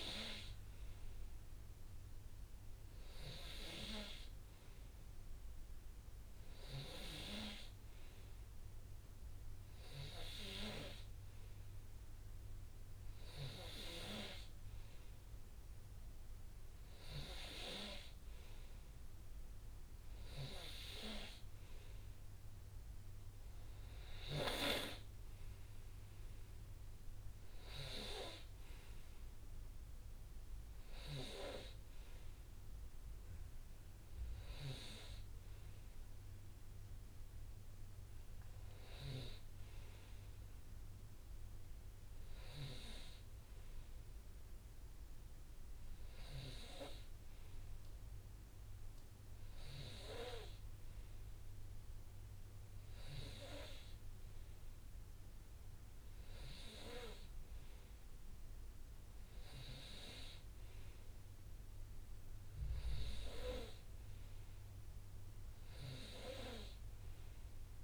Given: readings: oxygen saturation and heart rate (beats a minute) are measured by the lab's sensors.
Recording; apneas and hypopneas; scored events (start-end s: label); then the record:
breathing in sleep by a room microphone; none
8.00-10.00 s: long interval between heartbeats (device-marked, heart rate 62 before, 70 extreme)
From the record:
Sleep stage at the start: N2 (light sleep); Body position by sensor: on the right side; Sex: male